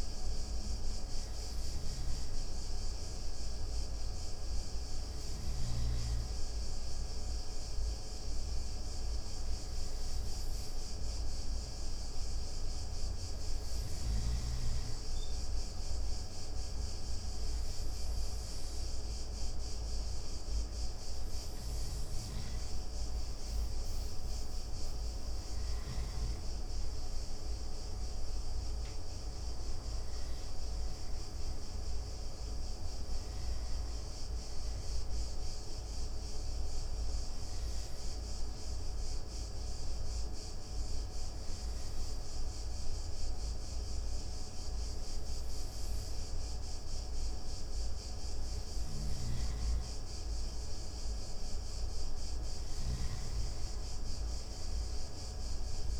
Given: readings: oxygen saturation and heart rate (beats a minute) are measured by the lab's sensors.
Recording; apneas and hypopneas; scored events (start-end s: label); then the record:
breathing in sleep, hard to hear, by a room microphone; 2
3.50-20.50 s: hypopnea (oxygen 96% before, 92% lowest)
23.00-26.50 s: arousal
36.00-48.50 s: hypopnea (oxygen 94% before, 89% lowest)
48.50-56.00 s: snoring (device-marked)
52.50-56.00 s: arousal
From the record:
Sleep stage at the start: N2 (light sleep); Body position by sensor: on the right side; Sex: male